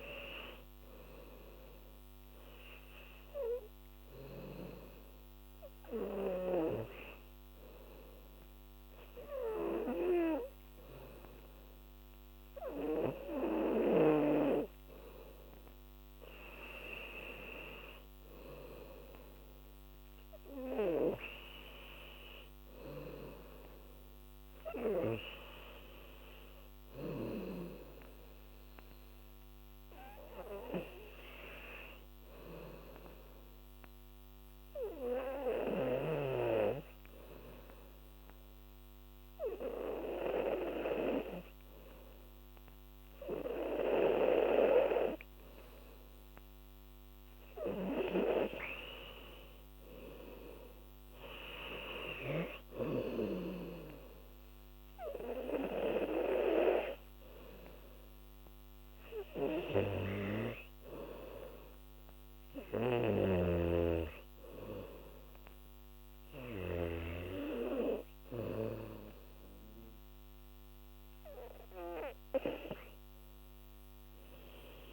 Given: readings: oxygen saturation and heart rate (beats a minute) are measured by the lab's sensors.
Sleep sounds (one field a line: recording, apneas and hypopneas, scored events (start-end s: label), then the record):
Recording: breathing in sleep by a microphone on the trachea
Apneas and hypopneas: 1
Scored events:
0.00-2.50 s: arousal
0.00-8.00 s: oxygen desaturation (device-marked, oxygen 95% lowest, heart rate 78 extreme)
26.00-30.00 s: arousal
32.50-47.50 s: obstructive apnea (oxygen 97% before, 93% lowest, heart rate 82 before, 80 extreme, up 8 after)
49.50-52.50 s: arousal
50.00-67.00 s: oxygen desaturation (device-marked, oxygen 96% before, 93% lowest, heart rate 82 before, 75 extreme)
69.00-72.50 s: arousal
From the record:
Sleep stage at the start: N2 (light sleep)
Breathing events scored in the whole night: 298 in 3.7 hours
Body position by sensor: on the back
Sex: female